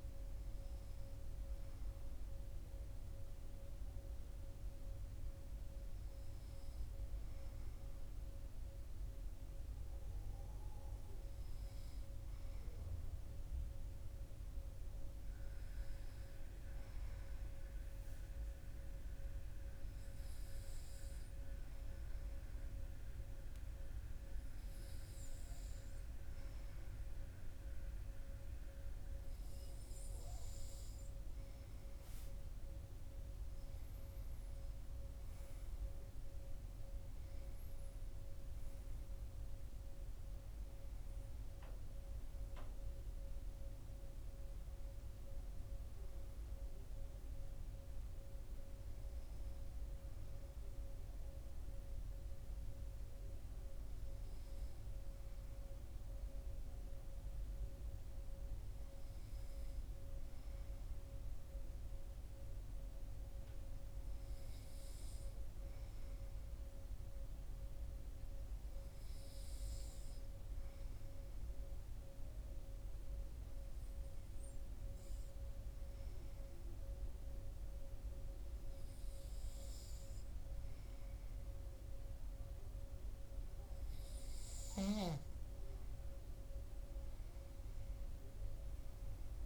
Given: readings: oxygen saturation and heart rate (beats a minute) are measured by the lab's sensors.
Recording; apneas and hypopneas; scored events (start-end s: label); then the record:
breathing in sleep, hard to hear, by a room microphone; 1
68.50-82.00 s: hypopnea (oxygen 97% before, 94% lowest, heart rate 54 before, 51 extreme, up 7 after)
85.00-88.00 s: arousal
From the record:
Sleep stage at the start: N2 (light sleep); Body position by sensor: on the back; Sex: male